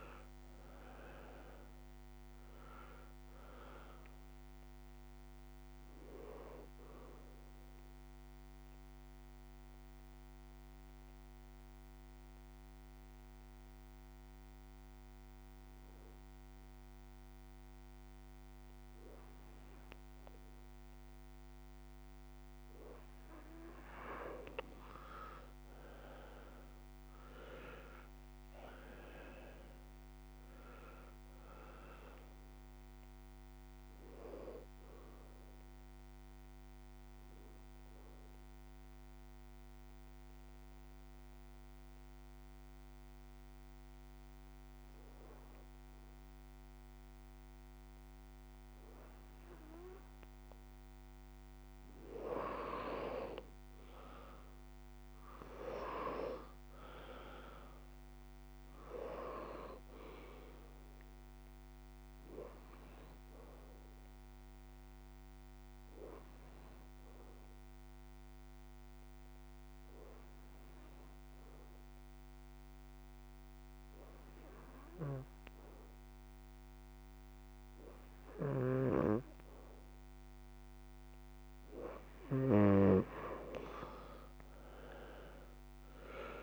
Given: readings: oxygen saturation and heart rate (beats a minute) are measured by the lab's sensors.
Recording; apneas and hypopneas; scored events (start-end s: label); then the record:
breathing in sleep by a microphone on the trachea; 3
0.00-8.00 s: oxygen desaturation (device-marked, oxygen 89% lowest)
8.00-21.50 s: obstructive apnea (oxygen 98% before, 89% lowest)
25.00-28.50 s: arousal
28.00-35.00 s: oxygen desaturation (device-marked, oxygen 97% before, 89% lowest)
38.50-49.00 s: obstructive apnea (oxygen 97% before, 88% lowest)
52.00-56.00 s: arousal
56.00-70.00 s: oxygen desaturation (device-marked, oxygen 96% before, 89% lowest)
64.50-78.00 s: hypopnea (oxygen 96% before, 88% lowest)
76.00-86.43 s: oxygen desaturation (device-marked, oxygen 96% before, 88% lowest)
78.00-82.00 s: snoring (device-marked)
82.50-86.43 s: arousal
From the record:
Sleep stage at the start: N2 (light sleep); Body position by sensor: on the back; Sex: male